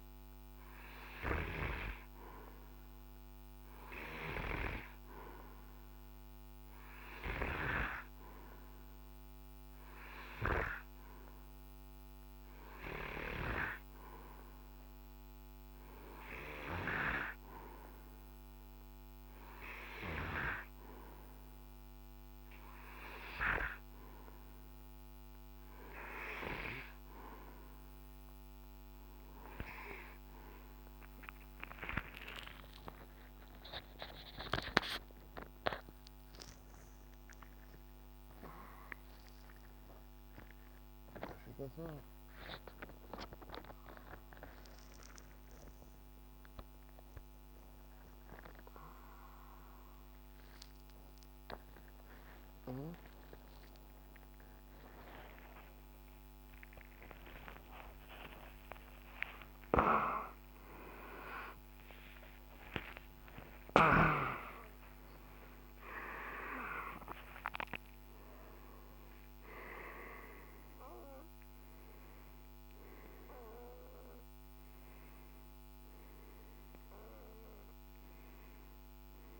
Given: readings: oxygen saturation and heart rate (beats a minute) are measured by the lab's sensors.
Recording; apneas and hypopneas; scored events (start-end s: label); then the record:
a person awake in a sleep study, by a microphone on the trachea; none
1.00-7.50 s: snoring (device-marked)
16.00-79.40 s: new sleep stage, awake
62.50-64.50 s: long interval between heartbeats (device-marked, heart rate 74 before, 87 extreme)
From the record:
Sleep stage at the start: N2 (light sleep); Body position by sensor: on the right side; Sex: male